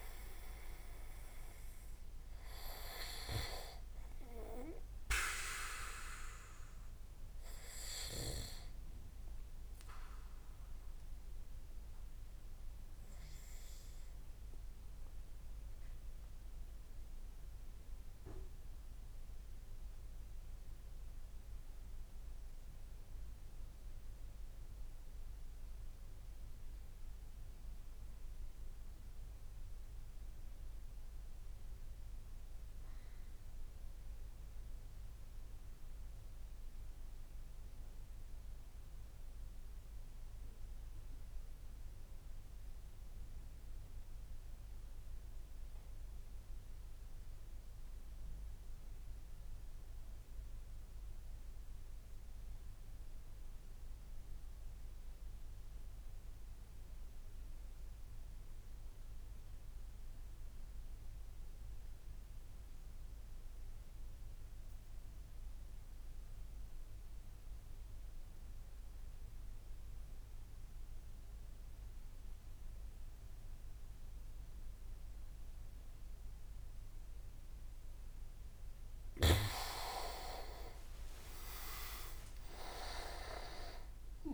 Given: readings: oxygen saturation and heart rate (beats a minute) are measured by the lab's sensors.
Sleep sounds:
breathing in sleep by a room microphone; 1
0.00-3.50 s: oxygen desaturation (device-marked, oxygen 93% lowest)
0.00-10.50 s: tachycardia (device-marked)
9.00-78.00 s: mixed apnea (oxygen 97% before, 91% lowest)
42.50-57.50 s: oxygen desaturation (device-marked, oxygen 99% before, 95% lowest)
80.00-84.34 s: leg movement (device-marked)
81.50-84.34 s: arousal
From the record:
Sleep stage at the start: N2 (light sleep); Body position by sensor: on the back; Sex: male

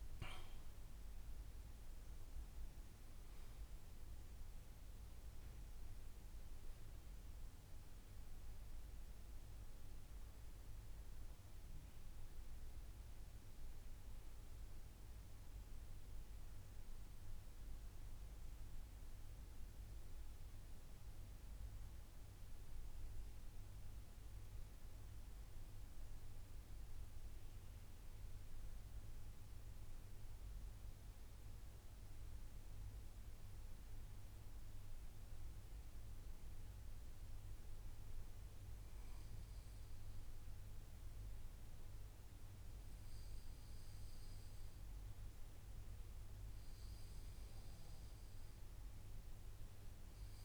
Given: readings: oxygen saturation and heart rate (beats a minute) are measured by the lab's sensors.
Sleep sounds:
breathing in sleep, hard to hear, by a room microphone; none
2.00-7.00 s: arousal
From the record:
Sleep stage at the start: N2 (light sleep); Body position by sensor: on the back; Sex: male

